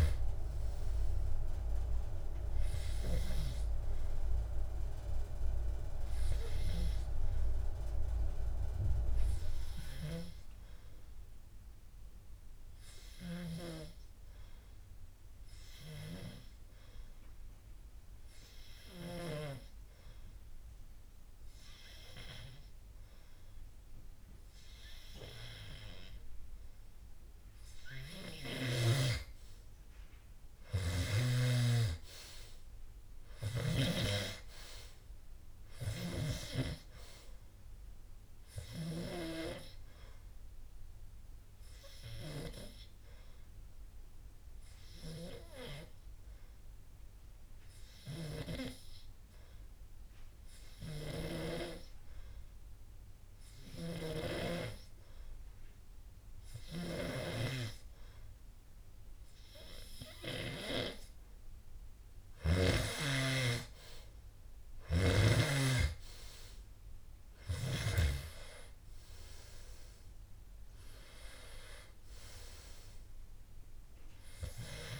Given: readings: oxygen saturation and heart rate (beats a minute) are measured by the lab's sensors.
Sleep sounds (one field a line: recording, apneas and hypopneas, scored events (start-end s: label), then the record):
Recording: breathing in sleep by a room microphone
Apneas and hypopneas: 2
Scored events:
17.50-28.50 s: obstructive apnea (oxygen 99% before, 90% lowest, heart rate 82 before, 78 extreme, up 1 after)
27.50-51.50 s: oxygen desaturation (device-marked, oxygen 99% before, 93% lowest, heart rate 80 before, 77 extreme)
33.00-36.50 s: arousal
41.00-60.50 s: hypopnea (oxygen 99% before, 90% lowest, heart rate 79 before, 77 extreme, up 6 after)
62.50-66.00 s: snoring (device-marked)
62.50-75.00 s: oxygen desaturation (device-marked, oxygen 98% before, 90% lowest, heart rate 79 before, 76 extreme)
65.50-69.50 s: arousal
From the record:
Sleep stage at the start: N2 (light sleep)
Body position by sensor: on the back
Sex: male